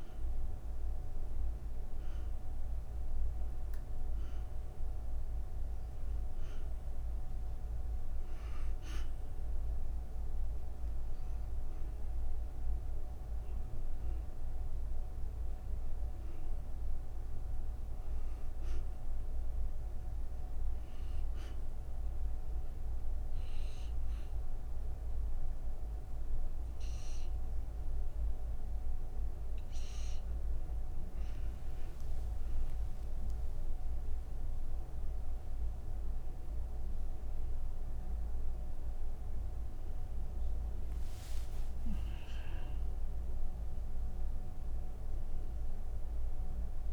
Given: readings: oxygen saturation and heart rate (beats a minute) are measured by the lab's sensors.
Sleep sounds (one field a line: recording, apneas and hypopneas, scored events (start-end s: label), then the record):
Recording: breathing in sleep, hard to hear, by a room microphone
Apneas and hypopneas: 1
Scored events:
4.50-30.50 s: oxygen desaturation (device-marked, oxygen 95% before, 90% lowest, heart rate 60 before, 32 extreme)
22.00-32.50 s: obstructive apnea (oxygen 95% before, 90% lowest, heart rate 55 before, 32 extreme, up 10 after)
39.50-46.93 s: new sleep stage, N2 (light sleep)
From the record:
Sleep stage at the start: N1 (lightest sleep)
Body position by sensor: on the back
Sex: female